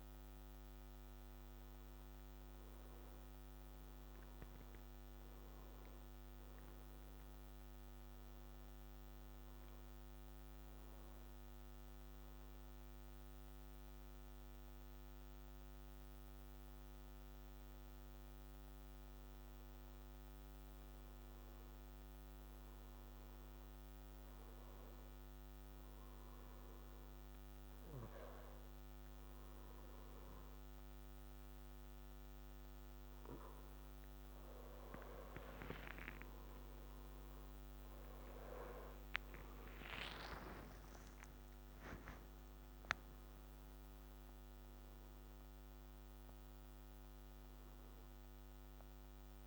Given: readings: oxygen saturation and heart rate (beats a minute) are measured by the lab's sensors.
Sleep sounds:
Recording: breathing in sleep by a microphone on the trachea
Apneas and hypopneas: 1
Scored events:
8.00-19.00 s: hypopnea (oxygen 96% before, 95% lowest, heart rate 69 before, 63 extreme, up 1 after)
20.50-25.00 s: arousal
39.00-44.00 s: arousal
From the record:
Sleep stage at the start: N2 (light sleep)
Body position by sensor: on the back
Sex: male

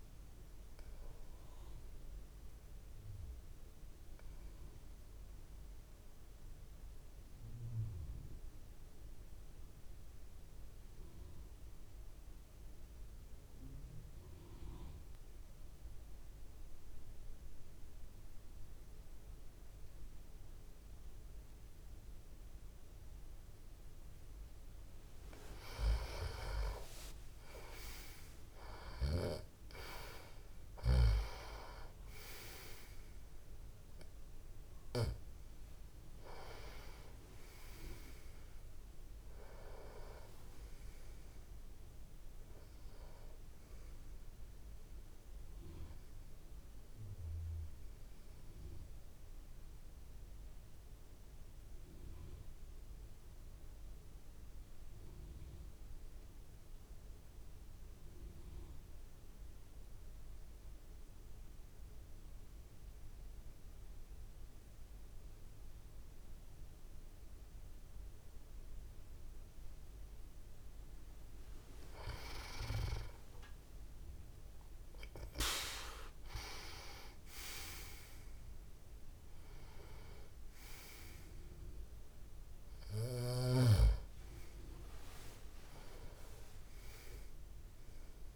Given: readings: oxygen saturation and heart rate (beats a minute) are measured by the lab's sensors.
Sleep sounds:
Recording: breathing in sleep by a room microphone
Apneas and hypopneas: 2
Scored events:
0.00-11.00 s: oxygen desaturation (device-marked, oxygen 90% lowest)
1.50-23.50 s: obstructive apnea (oxygen 98% before, 90% lowest)
24.00-52.00 s: oxygen desaturation (device-marked, oxygen 98% before, 90% lowest)
26.00-30.50 s: arousal
47.00-71.00 s: obstructive apnea (oxygen 98% before, 90% lowest)
73.50-78.50 s: arousal
78.00-88.36 s: oxygen desaturation (device-marked, oxygen 97% before, 90% lowest)
From the record:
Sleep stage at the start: N2 (light sleep)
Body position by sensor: on the back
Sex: male

